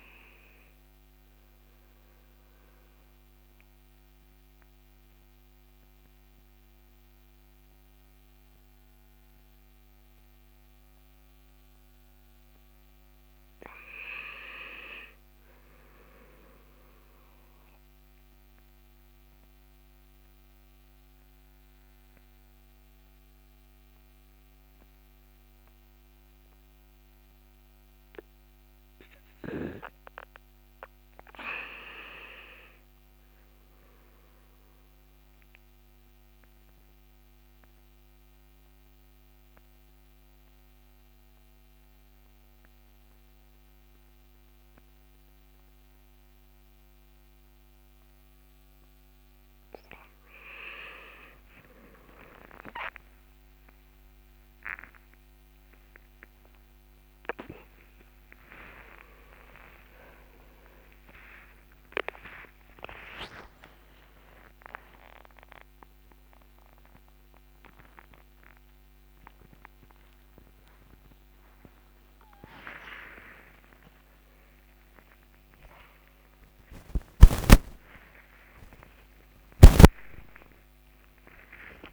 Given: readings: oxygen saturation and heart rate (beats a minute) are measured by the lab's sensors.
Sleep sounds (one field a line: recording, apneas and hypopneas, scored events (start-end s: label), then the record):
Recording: a person partly awake in a sleep study, by a microphone on the trachea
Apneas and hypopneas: 3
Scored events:
0.00-1.50 s: arousal
5.00-15.00 s: mixed apnea (oxygen 98% before, 94% lowest, heart rate 48 before, 46 extreme, up 0 after)
15.50-18.00 s: arousal
20.00-32.50 s: mixed apnea (oxygen 98% before, 94% lowest)
33.50-36.00 s: arousal
37.50-51.00 s: mixed apnea (oxygen 98% before, 94% lowest)
45.50-81.93 s: new sleep stage, awake
64.50-68.50 s: oxygen desaturation (device-marked, oxygen 97% before, 95% lowest, heart rate 39 before, 49 extreme)
From the record:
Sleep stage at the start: N2 (light sleep)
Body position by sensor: on the right side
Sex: male